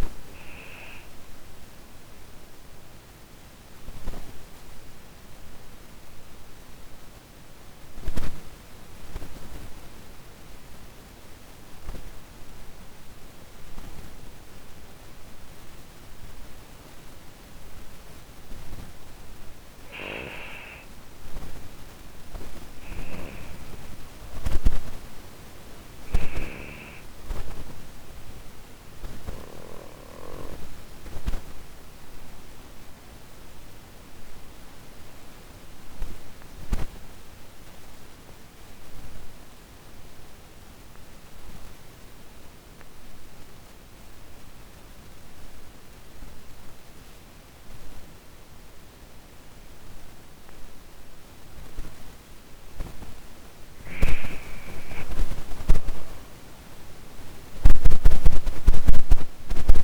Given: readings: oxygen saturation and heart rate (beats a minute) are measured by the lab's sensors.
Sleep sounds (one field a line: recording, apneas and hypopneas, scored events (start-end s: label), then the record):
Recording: breathing in sleep by a microphone on the trachea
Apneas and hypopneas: 2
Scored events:
3.00-17.50 s: obstructive apnea (oxygen 98% before, 89% lowest)
19.50-23.50 s: arousal
21.00-42.00 s: oxygen desaturation (device-marked, oxygen 98% before, 91% lowest)
21.50-25.00 s: snoring (device-marked)
31.50-52.50 s: obstructive apnea (oxygen 98% before, 89% lowest)
53.00-57.00 s: arousal
55.00-59.84 s: oxygen desaturation (device-marked, oxygen 98% before, 89% lowest)
From the record:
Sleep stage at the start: N2 (light sleep)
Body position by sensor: on the back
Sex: female